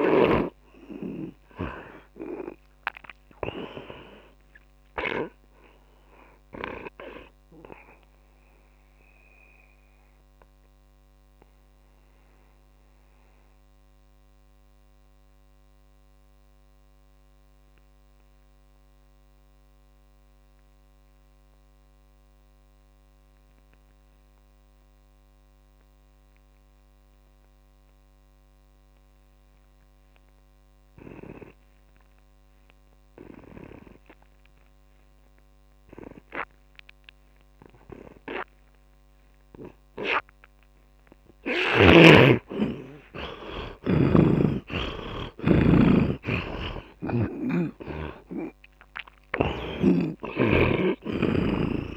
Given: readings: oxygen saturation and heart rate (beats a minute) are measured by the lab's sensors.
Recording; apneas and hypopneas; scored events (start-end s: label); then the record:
breathing in sleep by a microphone on the trachea; 1
0.00-1.00 s: snoring (device-marked)
0.00-25.00 s: oxygen desaturation (device-marked, oxygen 83% lowest)
6.00-40.50 s: obstructive apnea (oxygen 100% before, 80% lowest)
30.00-51.97 s: oxygen desaturation (device-marked, oxygen 100% before, 80% lowest)
42.50-47.00 s: arousal
From the record:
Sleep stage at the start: N2 (light sleep); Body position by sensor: on the right side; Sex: male